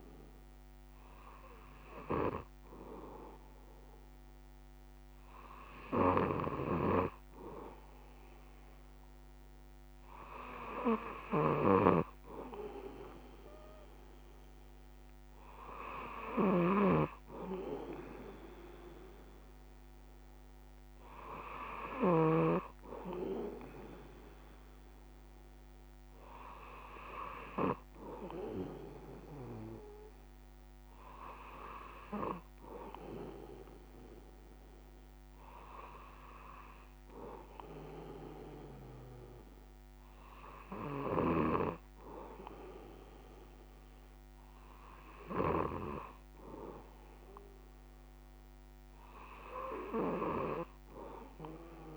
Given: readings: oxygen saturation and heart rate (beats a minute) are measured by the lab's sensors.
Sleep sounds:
breathing in sleep by a microphone on the trachea; none
2.00-51.97 s: new sleep stage, N3 (deep sleep)
From the record:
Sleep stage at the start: N2 (light sleep); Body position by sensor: on the back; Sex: male

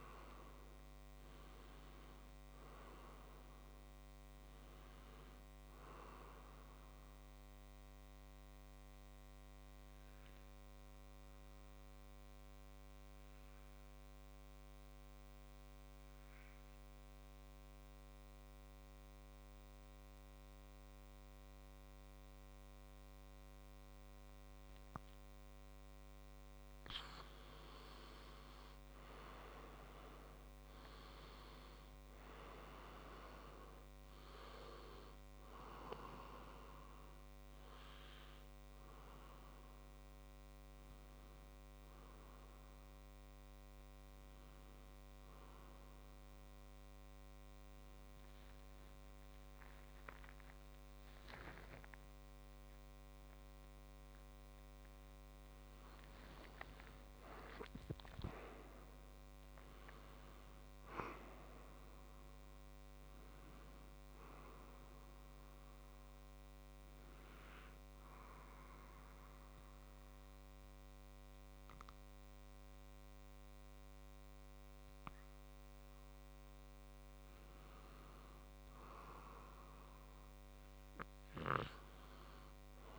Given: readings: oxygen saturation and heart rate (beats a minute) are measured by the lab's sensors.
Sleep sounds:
breathing in sleep by a microphone on the trachea; 3
0.00-19.50 s: oxygen desaturation (device-marked, oxygen 91% lowest, heart rate 53 extreme)
6.00-25.50 s: obstructive apnea (oxygen 96% before, 91% lowest, heart rate 64 before, 53 extreme, up 8 after)
27.50-31.50 s: arousal
34.50-48.50 s: oxygen desaturation (device-marked, oxygen 98% before, 92% lowest, heart rate 61 before, 57 extreme)
42.50-72.50 s: new sleep stage, N1 (lightest sleep)
44.50-56.50 s: obstructive apnea (oxygen 99% before, 94% lowest, heart rate 62 before, 57 extreme, up 10 after)
58.00-62.00 s: arousal
67.50-78.00 s: obstructive apnea (oxygen 98% before, 93% lowest, heart rate 66 before, 57 extreme, up 6 after)
72.50-82.99 s: new sleep stage, N2 (light sleep)
80.50-82.99 s: arousal
From the record:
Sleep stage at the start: N2 (light sleep); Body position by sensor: on the back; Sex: male

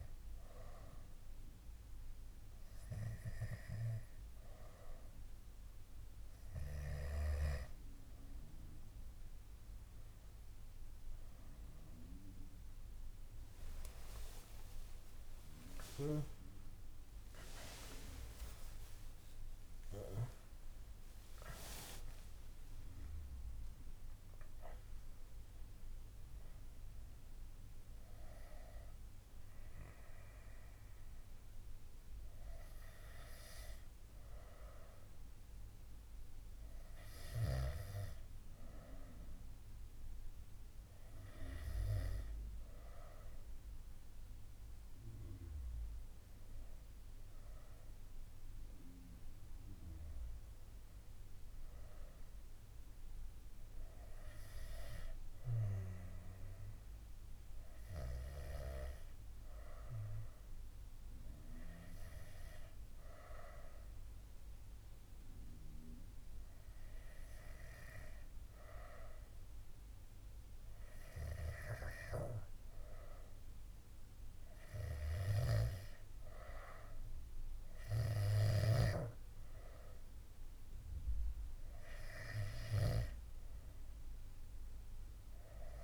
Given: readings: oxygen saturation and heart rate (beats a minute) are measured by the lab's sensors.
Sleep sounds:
breathing in sleep by a room microphone; none
15.00-22.50 s: arousal
From the record:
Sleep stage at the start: N2 (light sleep); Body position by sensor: on the back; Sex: male

